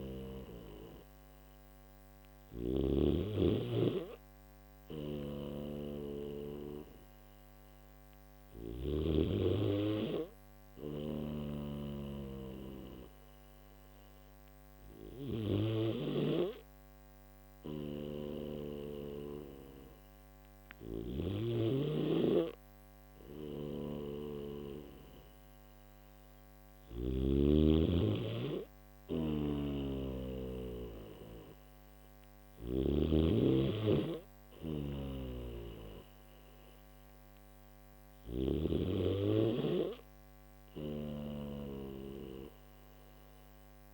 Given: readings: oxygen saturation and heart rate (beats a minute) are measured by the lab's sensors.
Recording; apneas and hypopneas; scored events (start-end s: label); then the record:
breathing in sleep by a microphone on the trachea; none
0.00-2.50 s: snoring (device-marked)
4.50-8.50 s: snoring (device-marked)
10.50-21.00 s: snoring (device-marked)
23.00-26.50 s: snoring (device-marked)
28.50-32.50 s: snoring (device-marked)
34.50-43.94 s: snoring (device-marked)
From the record:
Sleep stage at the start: N3 (deep sleep); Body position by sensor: on the back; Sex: male